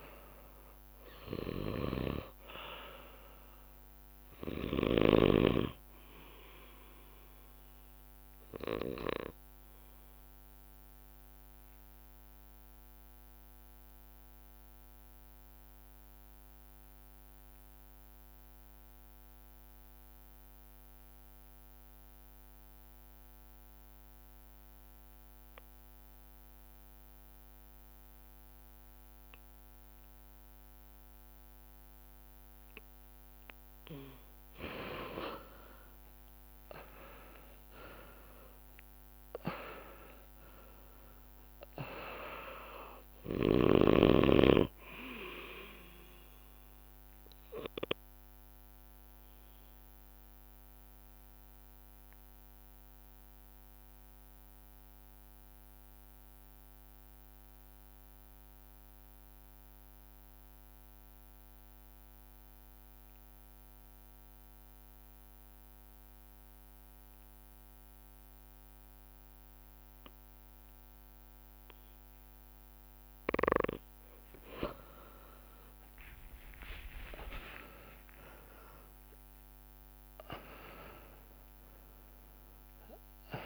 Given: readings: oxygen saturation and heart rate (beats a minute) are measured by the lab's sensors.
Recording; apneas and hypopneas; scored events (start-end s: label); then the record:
breathing in sleep by a microphone on the trachea; 2
0.00-1.00 s: arousal
0.00-21.00 s: oxygen desaturation (device-marked, oxygen 90% lowest)
0.00-25.00 s: bradycardia (device-marked)
1.50-5.00 s: snoring (device-marked)
9.50-32.50 s: obstructive apnea (oxygen 99% before, 90% lowest)
35.50-40.50 s: arousal
36.00-83.46 s: bradycardia (device-marked)
37.00-62.00 s: oxygen desaturation (device-marked, oxygen 99% before, 90% lowest)
39.50-41.50 s: long interval between heartbeats (device-marked)
48.50-72.00 s: obstructive apnea (oxygen 99% before, 90% lowest)
73.00-83.46 s: oxygen desaturation (device-marked, oxygen 99% before, 91% lowest)
75.00-80.50 s: arousal
78.00-80.00 s: long interval between heartbeats (device-marked)
From the record:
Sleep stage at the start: N2 (light sleep); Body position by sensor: on the back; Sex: male